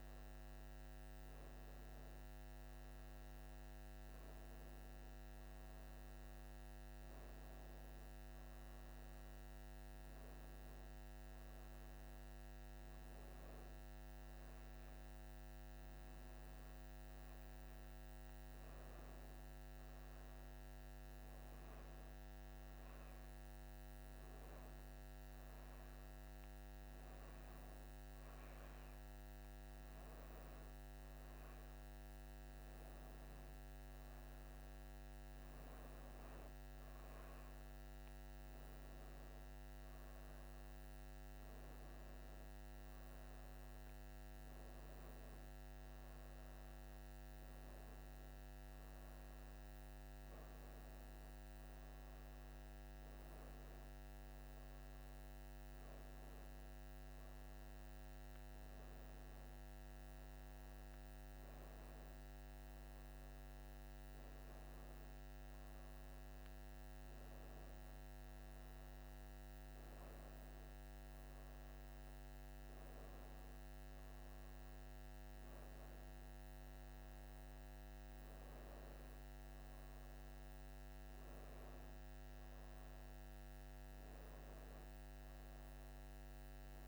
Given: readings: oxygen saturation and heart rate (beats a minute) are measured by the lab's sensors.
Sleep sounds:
breathing in sleep, hard to hear, by a microphone on the trachea; none
4.50-86.88 s: new sleep stage, N2 (light sleep)
From the record:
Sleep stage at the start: N1 (lightest sleep); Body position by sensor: on the back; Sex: female

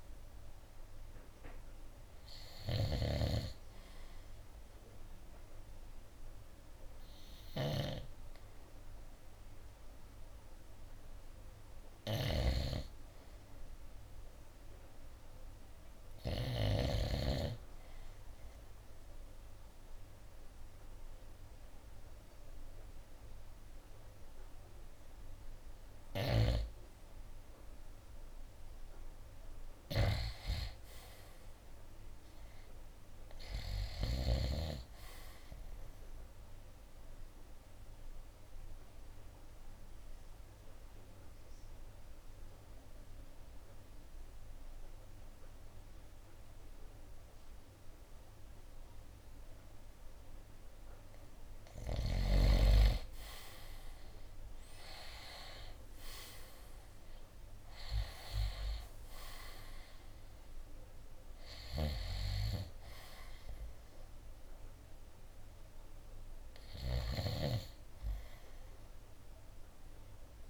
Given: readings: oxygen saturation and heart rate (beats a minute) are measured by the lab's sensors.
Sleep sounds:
breathing in sleep by a room microphone; 1
0.00-8.50 s: oxygen desaturation (device-marked, oxygen 89% lowest, heart rate 63 extreme)
0.00-17.00 s: snoring (device-marked)
25.00-29.50 s: arousal
27.50-57.50 s: oxygen desaturation (device-marked, oxygen 94% before, 88% lowest, heart rate 68 before, 60 extreme)
36.50-51.50 s: obstructive apnea (oxygen 97% before, 86% lowest, heart rate 67 before, 60 extreme, up 18 after)
52.00-56.00 s: arousal
55.50-67.50 s: drop in pulse transit time (device-marked, heart rate 65 before, 67 extreme)
59.50-70.49 s: oxygen desaturation (device-marked, oxygen 94% before, 86% lowest, heart rate 66 before, 63 extreme)
From the record:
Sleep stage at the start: N2 (light sleep); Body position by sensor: on the right side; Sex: male

